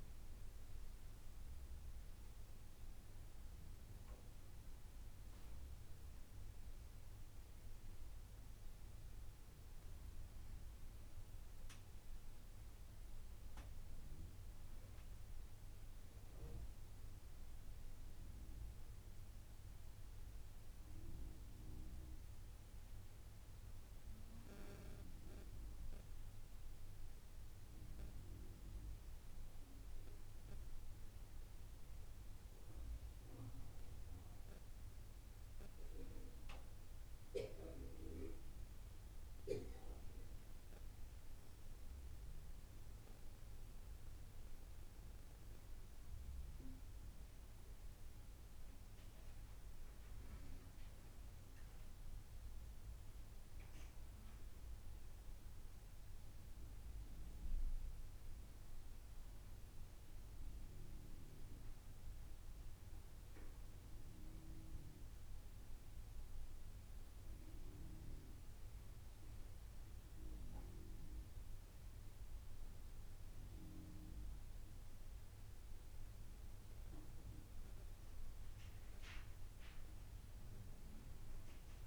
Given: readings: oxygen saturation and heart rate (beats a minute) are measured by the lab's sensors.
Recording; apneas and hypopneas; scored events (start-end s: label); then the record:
breathing in sleep by a room microphone; none
none scored
From the record:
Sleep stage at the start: N2 (light sleep); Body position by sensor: on the right side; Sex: female